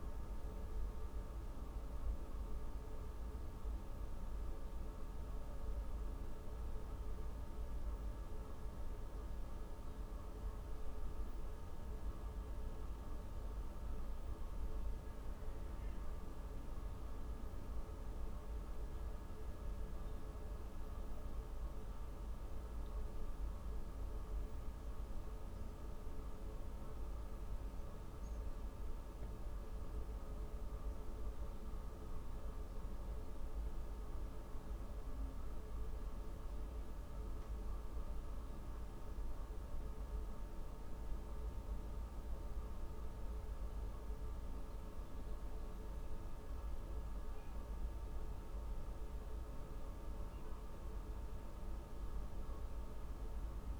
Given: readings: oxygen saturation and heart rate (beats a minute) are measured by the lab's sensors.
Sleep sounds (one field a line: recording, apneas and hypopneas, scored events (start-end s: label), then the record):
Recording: breathing in sleep, hard to hear, by a room microphone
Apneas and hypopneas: none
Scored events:
none scored
From the record:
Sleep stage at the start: N1 (lightest sleep)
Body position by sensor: on the back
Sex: female